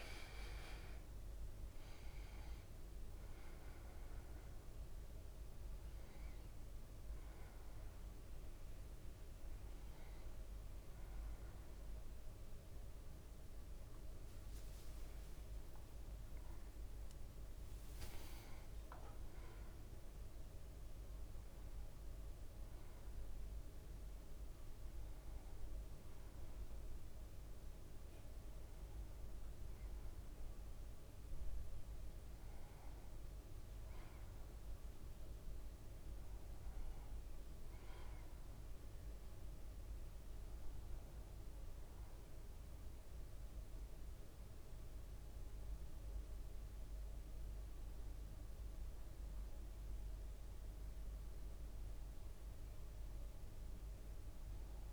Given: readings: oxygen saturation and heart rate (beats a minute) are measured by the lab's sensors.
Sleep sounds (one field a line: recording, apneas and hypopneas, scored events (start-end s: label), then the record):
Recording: breathing in sleep, hard to hear, by a room microphone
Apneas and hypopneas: none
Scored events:
0.00-22.50 s: oxygen desaturation (device-marked, oxygen 91% lowest, heart rate 56 extreme)
10.50-40.50 s: new sleep stage, N1 (lightest sleep)
17.00-22.00 s: arousal
17.50-19.00 s: leg movement (device-marked)
40.50-54.93 s: new sleep stage, N2 (light sleep)
From the record:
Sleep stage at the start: REM sleep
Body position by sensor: on the back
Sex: male